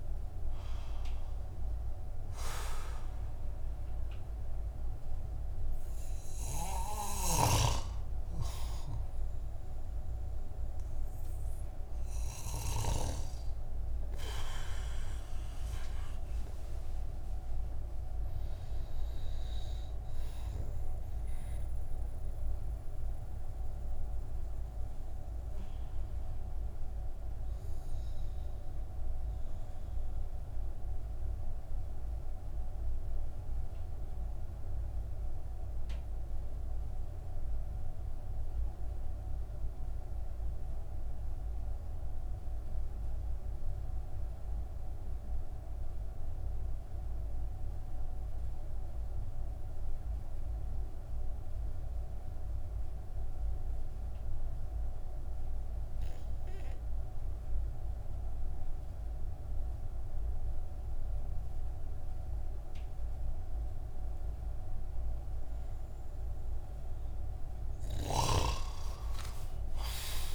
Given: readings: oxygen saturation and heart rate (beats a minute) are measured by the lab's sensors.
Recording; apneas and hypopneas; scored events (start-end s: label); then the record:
breathing in sleep by a room microphone; 1
6.50-12.00 s: snoring (device-marked)
19.50-30.50 s: oxygen desaturation (device-marked, oxygen 94% before, 91% lowest)
21.50-65.50 s: mixed apnea (oxygen 95% before, 91% lowest)
59.50-70.35 s: oxygen desaturation (device-marked, oxygen 97% before, 93% lowest)
68.00-70.35 s: arousal
From the record:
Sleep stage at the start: N2 (light sleep); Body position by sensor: on the back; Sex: male